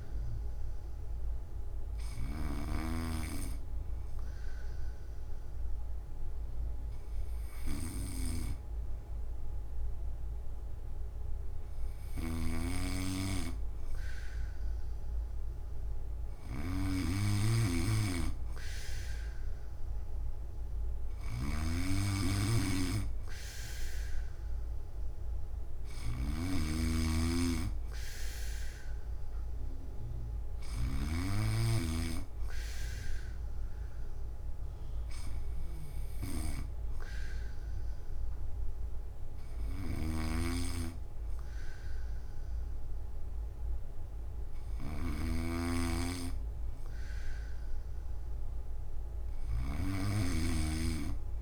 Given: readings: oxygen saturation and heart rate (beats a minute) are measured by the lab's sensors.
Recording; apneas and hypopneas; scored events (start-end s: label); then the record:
breathing in sleep by a room microphone; none
0.00-2.50 s: snoring (device-marked)
12.00-31.00 s: snoring (device-marked)
39.50-51.42 s: snoring (device-marked)
From the record:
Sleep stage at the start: N3 (deep sleep); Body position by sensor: on the back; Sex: male